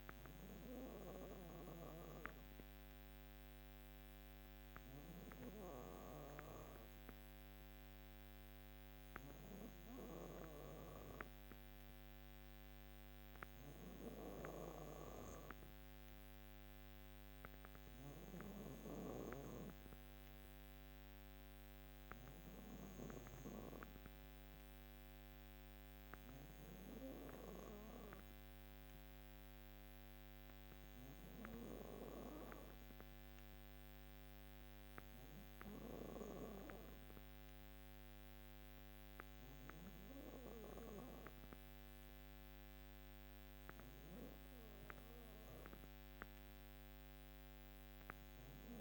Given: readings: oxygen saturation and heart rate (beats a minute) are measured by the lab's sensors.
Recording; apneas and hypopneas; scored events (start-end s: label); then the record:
breathing in sleep by a microphone on the trachea; none
13.00-23.00 s: snoring (device-marked)
From the record:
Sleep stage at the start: N2 (light sleep); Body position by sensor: on the back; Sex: female